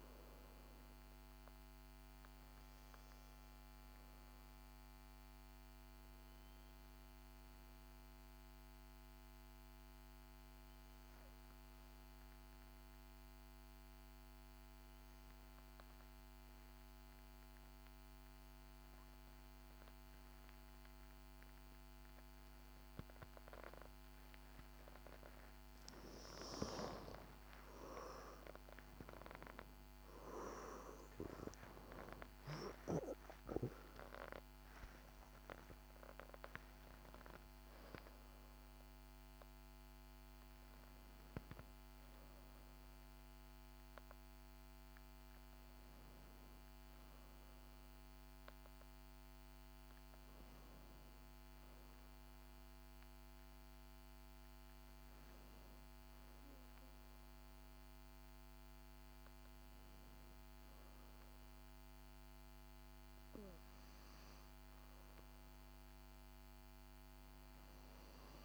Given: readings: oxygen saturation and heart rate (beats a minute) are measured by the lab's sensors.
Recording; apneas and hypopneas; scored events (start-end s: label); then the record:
breathing in sleep by a microphone on the trachea; 1
8.00-21.00 s: oxygen desaturation (device-marked, oxygen 94% before, 91% lowest, heart rate 59 before, 54 extreme)
10.00-24.50 s: obstructive apnea (oxygen 96% before, 90% lowest, heart rate 58 before, 50 extreme, up 6 after)
28.50-34.50 s: arousal
34.00-63.00 s: oxygen desaturation (device-marked, oxygen 97% before, 90% lowest, heart rate 62 before, 50 extreme)
From the record:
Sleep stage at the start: N2 (light sleep); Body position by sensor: on the back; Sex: female